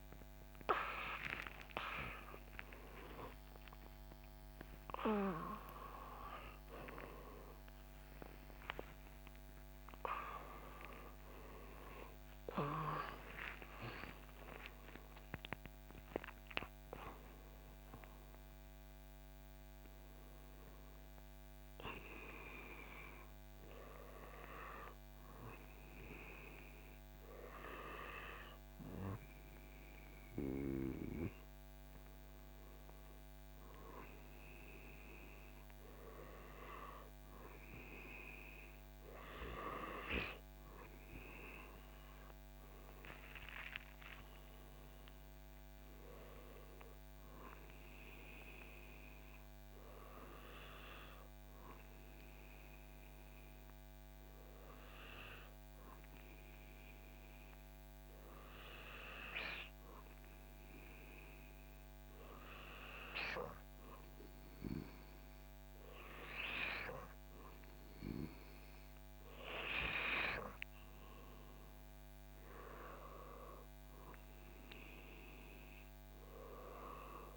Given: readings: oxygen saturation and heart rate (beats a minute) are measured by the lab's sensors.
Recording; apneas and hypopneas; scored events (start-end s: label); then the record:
a person partly awake in a sleep study, by a microphone on the trachea; none
15.00-45.00 s: new sleep stage, N1 (lightest sleep)
45.00-77.37 s: new sleep stage, N2 (light sleep)
From the record:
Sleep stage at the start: awake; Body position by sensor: on the back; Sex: male